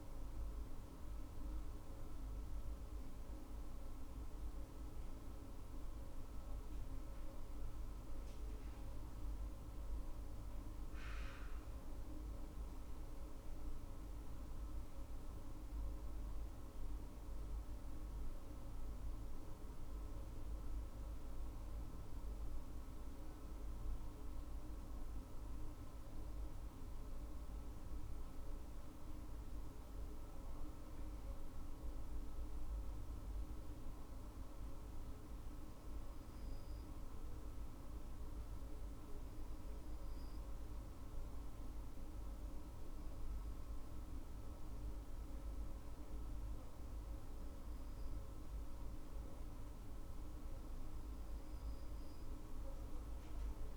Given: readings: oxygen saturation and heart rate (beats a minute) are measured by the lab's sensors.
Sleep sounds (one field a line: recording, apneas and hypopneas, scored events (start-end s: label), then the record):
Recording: breathing in sleep, hard to hear, by a room microphone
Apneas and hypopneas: none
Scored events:
none scored
From the record:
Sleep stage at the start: N2 (light sleep)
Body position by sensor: on the left side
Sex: female